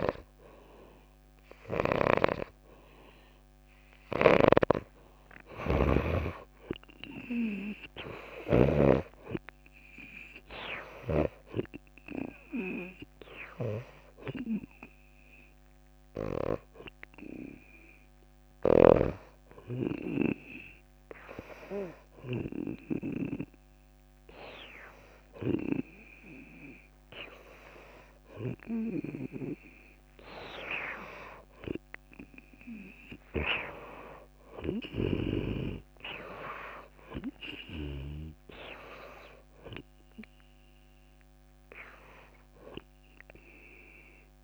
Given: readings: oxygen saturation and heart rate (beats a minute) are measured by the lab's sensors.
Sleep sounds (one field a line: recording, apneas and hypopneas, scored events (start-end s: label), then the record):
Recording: breathing in sleep by a microphone on the trachea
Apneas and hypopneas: 1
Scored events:
0.00-23.00 s: oxygen desaturation (device-marked, oxygen 84% lowest)
4.50-9.00 s: snoring (device-marked)
12.50-24.00 s: hypopnea (oxygen 97% before, 83% lowest)
19.00-26.00 s: snoring (device-marked)
31.00-36.00 s: arousal
35.00-38.50 s: snoring (device-marked)
From the record:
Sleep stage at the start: N2 (light sleep)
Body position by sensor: on the back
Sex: female